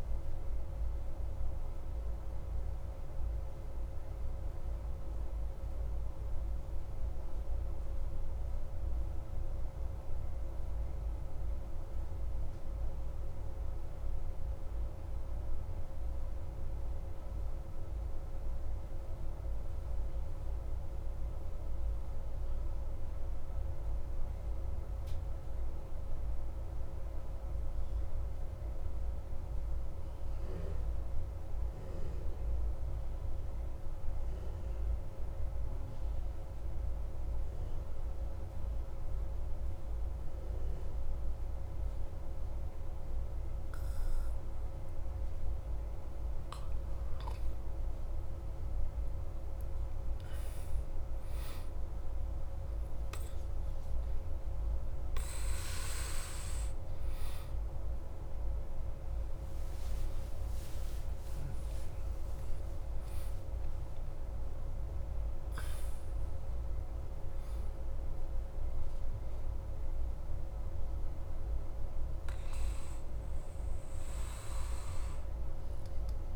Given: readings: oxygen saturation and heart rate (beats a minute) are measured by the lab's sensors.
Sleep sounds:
breathing in sleep, hard to hear, by a room microphone; 1
0.00-14.50 s: oxygen desaturation (device-marked, oxygen 91% lowest, heart rate 35 extreme)
0.50-45.50 s: obstructive apnea (oxygen 96% before, 90% lowest, heart rate 41 before, 25 extreme, up 12 after)
33.50-44.50 s: oxygen desaturation (device-marked, oxygen 97% before, 94% lowest, heart rate 41 before, 26 extreme)
52.50-71.50 s: oxygen desaturation (device-marked, oxygen 95% before, 90% lowest, heart rate 41 before, 25 extreme)
60.00-65.00 s: arousal
From the record:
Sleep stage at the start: N2 (light sleep); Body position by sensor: on the back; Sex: male

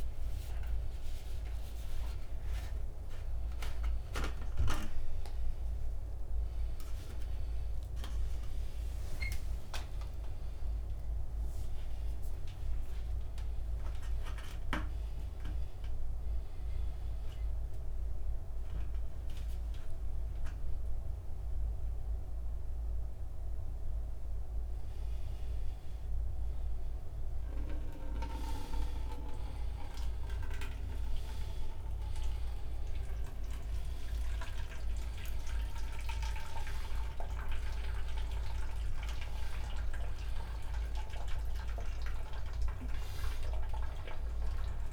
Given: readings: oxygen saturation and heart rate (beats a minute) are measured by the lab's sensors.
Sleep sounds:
a person awake in a sleep study, by a room microphone; none
18.50-23.50 s: oxygen desaturation (device-marked, oxygen 93% before, 91% lowest, heart rate 121 before, 99 extreme)
From the record:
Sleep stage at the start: awake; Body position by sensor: upright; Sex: male

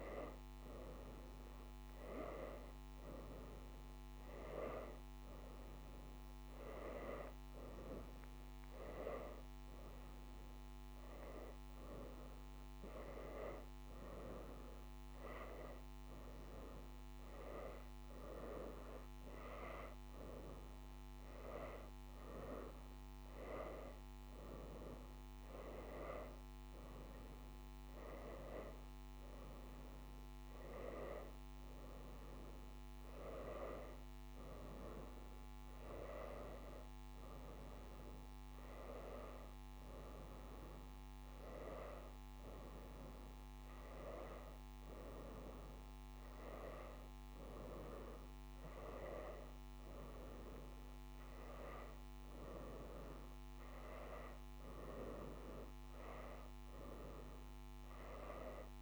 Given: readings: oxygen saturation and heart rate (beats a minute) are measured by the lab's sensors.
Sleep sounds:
breathing in sleep by a microphone on the trachea; none
none scored
From the record:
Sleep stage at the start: N2 (light sleep); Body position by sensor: on the right side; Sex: female

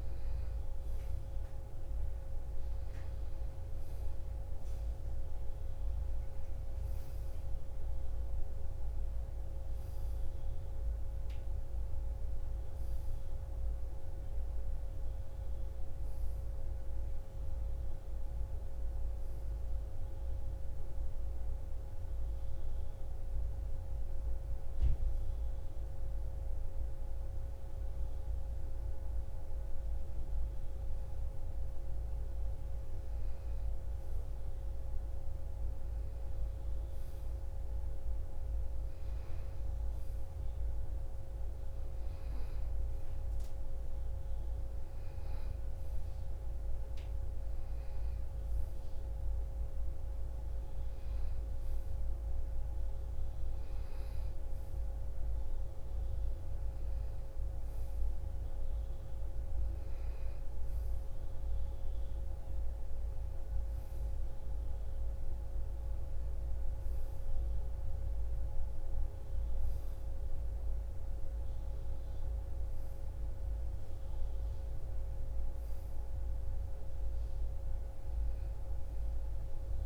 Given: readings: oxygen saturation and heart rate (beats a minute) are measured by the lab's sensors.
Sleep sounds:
breathing in sleep, hard to hear, by a room microphone; none
none scored
From the record:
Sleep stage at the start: N2 (light sleep); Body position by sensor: on the right side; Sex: female

